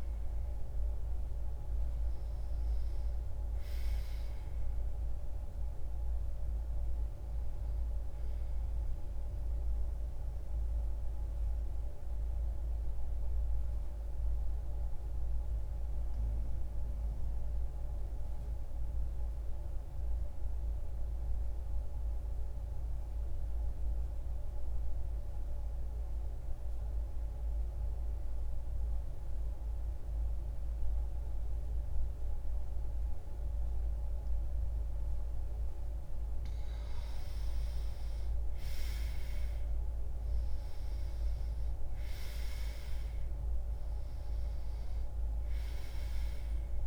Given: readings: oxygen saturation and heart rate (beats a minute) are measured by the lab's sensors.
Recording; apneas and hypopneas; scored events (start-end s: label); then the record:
breathing in sleep, hard to hear, by a room microphone; 1
0.00-23.00 s: oxygen desaturation (device-marked, oxygen 88% lowest)
9.50-35.50 s: mixed apnea (oxygen 98% before, 84% lowest)
31.00-46.87 s: oxygen desaturation (device-marked, oxygen 99% before, 84% lowest)
37.50-41.50 s: arousal
From the record:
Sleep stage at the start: N2 (light sleep); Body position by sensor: on the back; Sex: male